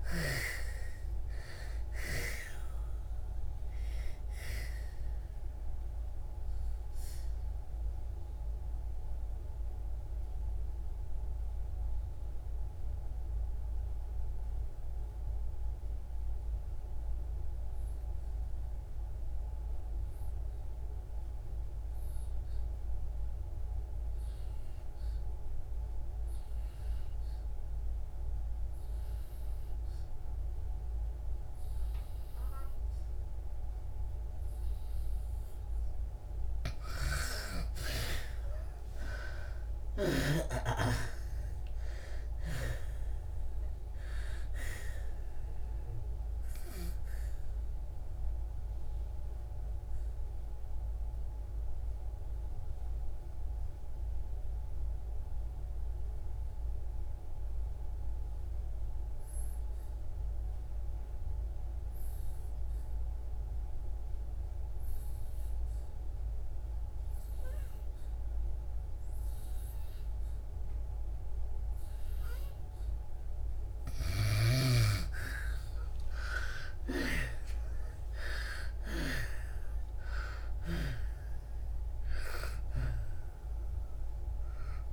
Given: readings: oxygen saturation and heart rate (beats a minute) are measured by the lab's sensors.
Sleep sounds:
breathing in sleep by a room microphone; 2
0.00-1.00 s: arousal
0.00-23.50 s: oxygen desaturation (device-marked, oxygen 81% lowest, heart rate 57 extreme)
6.50-35.50 s: obstructive apnea (oxygen 99% before, 81% lowest, heart rate 69 before, 55 extreme, up 6 after)
28.50-65.50 s: oxygen desaturation (device-marked, oxygen 99% before, 81% lowest, heart rate 60 before, 55 extreme)
38.00-42.00 s: arousal
48.50-73.50 s: mixed apnea (oxygen 99% before, 81% lowest, heart rate 67 before, 55 extreme, up 26 after)
70.50-84.93 s: oxygen desaturation (device-marked, oxygen 99% before, 82% lowest, heart rate 60 before, 58 extreme)
77.00-81.50 s: arousal
From the record:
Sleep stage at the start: N2 (light sleep); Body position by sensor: on the back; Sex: female

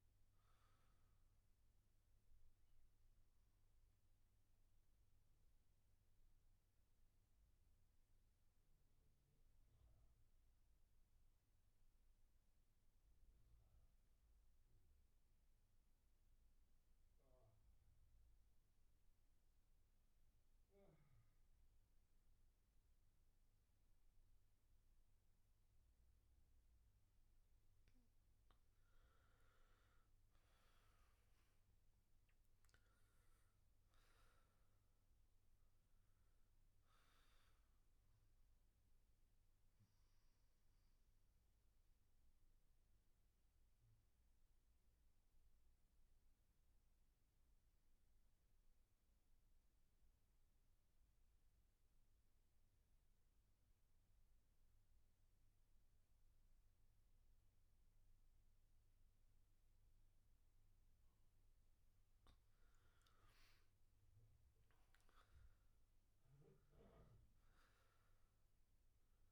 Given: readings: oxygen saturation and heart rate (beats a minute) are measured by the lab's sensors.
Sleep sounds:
breathing in sleep, hard to hear, by a room microphone; 2
0.00-15.00 s: oxygen desaturation (device-marked, oxygen 80% lowest, heart rate 65 extreme)
3.50-27.50 s: mixed apnea (oxygen 98% before, 80% lowest, heart rate 72 before, 62 extreme, up 12 after)
28.00-51.00 s: oxygen desaturation (device-marked, oxygen 99% before, 81% lowest, heart rate 69 before, 62 extreme)
30.00-34.00 s: arousal
39.50-60.50 s: obstructive apnea (oxygen 100% before, 81% lowest, heart rate 73 before, 60 extreme, up 11 after)
57.00-69.32 s: oxygen desaturation (device-marked, oxygen 99% before, 82% lowest, heart rate 67 before, 60 extreme)
63.00-66.00 s: arousal
From the record:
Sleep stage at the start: N2 (light sleep); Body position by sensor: on the back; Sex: male

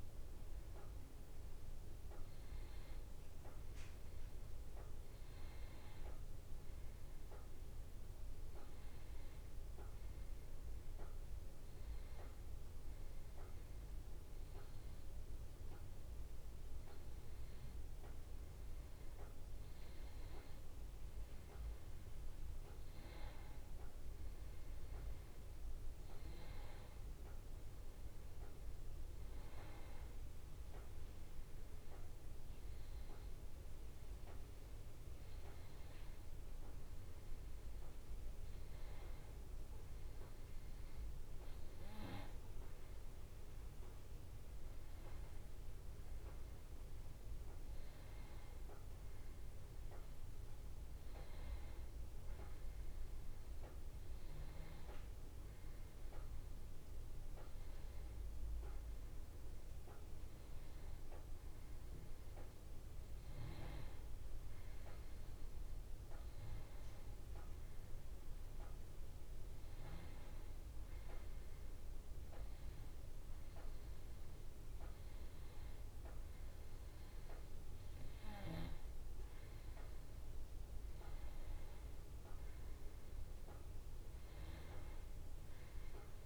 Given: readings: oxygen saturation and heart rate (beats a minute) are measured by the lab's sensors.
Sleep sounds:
breathing in sleep, hard to hear, by a room microphone; none
none scored
From the record:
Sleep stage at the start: N2 (light sleep); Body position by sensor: on the back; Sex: male

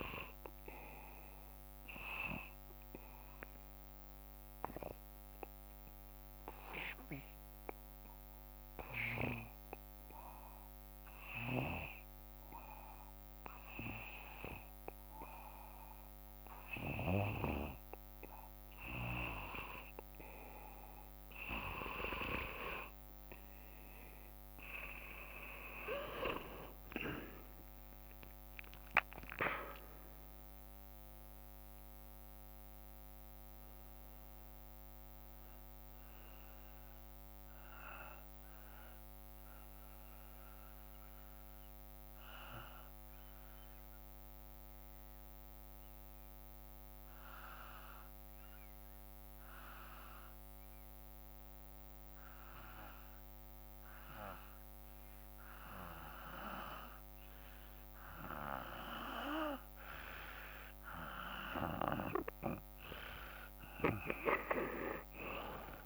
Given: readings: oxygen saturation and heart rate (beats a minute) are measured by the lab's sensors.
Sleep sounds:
breathing in sleep by a microphone on the trachea; 2
0.00-11.00 s: oxygen desaturation (device-marked, oxygen 90% lowest, heart rate 54 extreme)
4.00-19.00 s: obstructive apnea (oxygen 95% before, 88% lowest, heart rate 57 before, 52 extreme, up 5 after)
23.50-28.50 s: arousal
24.00-36.00 s: oxygen desaturation (device-marked, oxygen 96% before, 92% lowest, heart rate 55 before, 51 extreme)
25.00-39.00 s: drop in pulse transit time (device-marked, heart rate 55 before, 54 extreme)
41.00-59.00 s: mixed apnea (oxygen 96% before, 88% lowest, heart rate 57 before, 52 extreme, up 7 after)
60.00-65.86 s: oxygen desaturation (device-marked, oxygen 97% before, 88% lowest, heart rate 53 before, 54 extreme)
63.00-65.86 s: arousal
64.00-65.86 s: drop in pulse transit time (device-marked, heart rate 54 before, 55 extreme)
From the record:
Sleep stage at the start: N2 (light sleep); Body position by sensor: on the back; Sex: male

